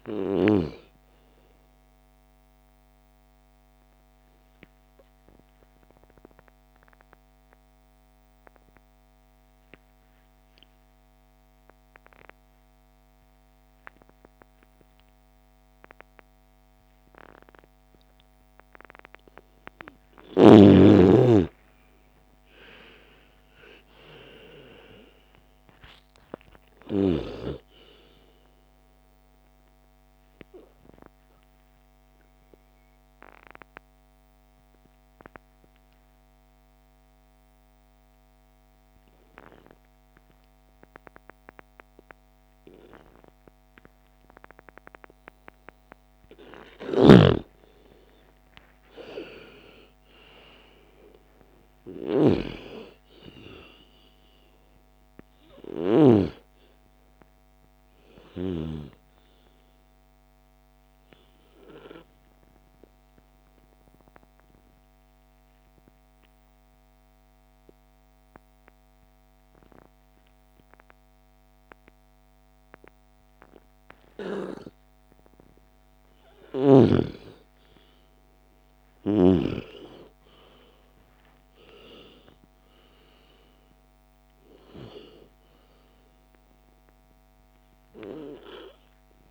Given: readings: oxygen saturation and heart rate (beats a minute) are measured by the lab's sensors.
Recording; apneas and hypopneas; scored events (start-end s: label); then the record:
breathing in sleep by a microphone on the trachea; 3
0.00-14.50 s: oxygen desaturation (device-marked, oxygen 86% lowest)
5.50-19.00 s: obstructive apnea (oxygen 96% before, 83% lowest)
21.50-25.50 s: arousal
21.50-46.50 s: oxygen desaturation (device-marked, oxygen 99% before, 83% lowest)
31.50-45.50 s: obstructive apnea (oxygen 99% before, 83% lowest)
47.00-59.00 s: snoring (device-marked)
48.00-51.50 s: arousal
57.50-70.50 s: oxygen desaturation (device-marked, oxygen 97% before, 88% lowest)
62.00-74.50 s: obstructive apnea (oxygen 97% before, 81% lowest)
76.50-81.50 s: arousal
84.50-89.31 s: oxygen desaturation (device-marked, oxygen 98% before, 88% lowest)
From the record:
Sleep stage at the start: N2 (light sleep); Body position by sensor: on the left side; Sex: female